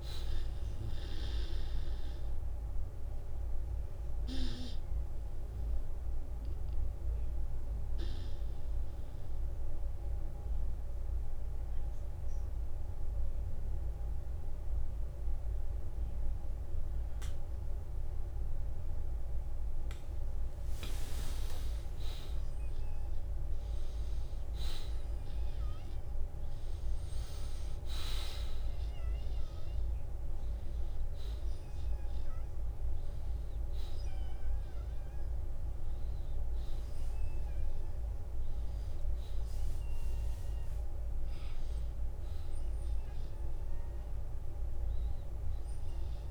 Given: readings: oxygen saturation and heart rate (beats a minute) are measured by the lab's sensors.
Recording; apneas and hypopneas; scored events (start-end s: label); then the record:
breathing in sleep by a room microphone; 1
1.00-3.00 s: long interval between heartbeats (device-marked, heart rate 56 before, 64 extreme)
2.00-20.50 s: obstructive apnea (oxygen 93% before, 88% lowest, heart rate 57 before, 45 extreme, up 9 after)
12.00-24.00 s: oxygen desaturation (device-marked, oxygen 92% before, 88% lowest, heart rate 59 before, 45 extreme)
20.50-22.50 s: long interval between heartbeats (device-marked, heart rate 56 before, 49 extreme)
21.50-26.00 s: arousal
38.00-40.00 s: long interval between heartbeats (device-marked, heart rate 54 before, 63 extreme)
From the record:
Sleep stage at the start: N2 (light sleep); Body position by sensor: on the back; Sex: male